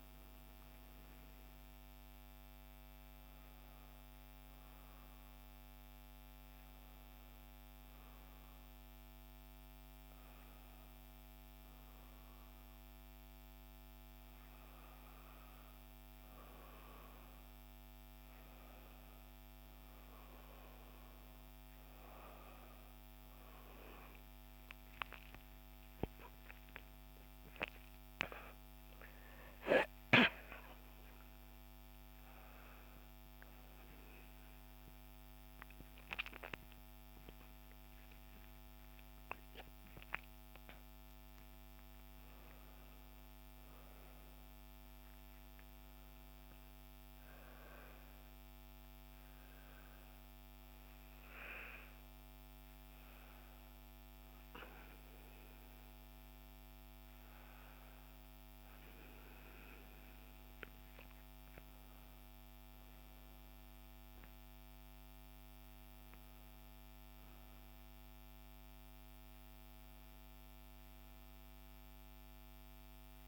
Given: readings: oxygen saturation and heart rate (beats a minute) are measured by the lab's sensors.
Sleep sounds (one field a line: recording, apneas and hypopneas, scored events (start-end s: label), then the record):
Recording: a person awake in a sleep study, by a microphone on the trachea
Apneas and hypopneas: none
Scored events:
none scored
From the record:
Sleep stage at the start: awake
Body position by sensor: on the back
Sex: female